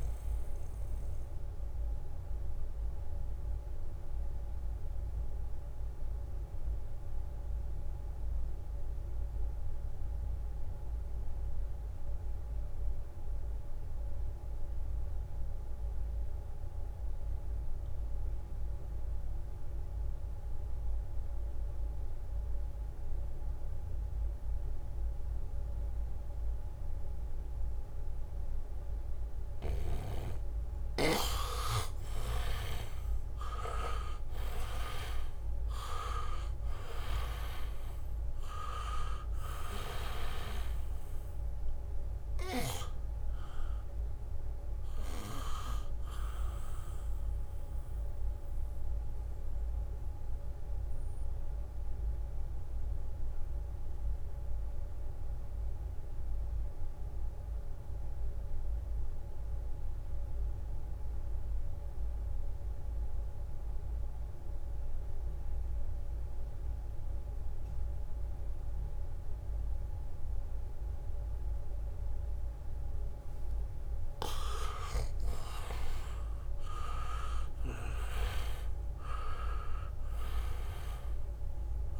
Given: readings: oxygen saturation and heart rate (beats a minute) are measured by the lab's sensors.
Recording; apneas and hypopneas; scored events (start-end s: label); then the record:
breathing in sleep by a room microphone; 2
0.00-19.50 s: oxygen desaturation (device-marked, oxygen 79% lowest, heart rate 66 extreme)
2.00-30.00 s: mixed apnea (oxygen 99% before, 78% lowest, heart rate 73 before, 66 extreme, up 2 after)
27.50-60.50 s: oxygen desaturation (device-marked, oxygen 99% before, 78% lowest, heart rate 75 before, 66 extreme)
31.00-38.00 s: leg movement (device-marked)
33.50-38.50 s: arousal
50.00-73.50 s: mixed apnea (oxygen 99% before, 78% lowest, heart rate 71 before, 67 extreme, up 1 after)
66.50-82.00 s: oxygen desaturation (device-marked, oxygen 99% before, 79% lowest, heart rate 76 before, 67 extreme)
72.00-80.50 s: leg movement (device-marked)
75.00-79.00 s: arousal
From the record:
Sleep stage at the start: N2 (light sleep); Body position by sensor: on the back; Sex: male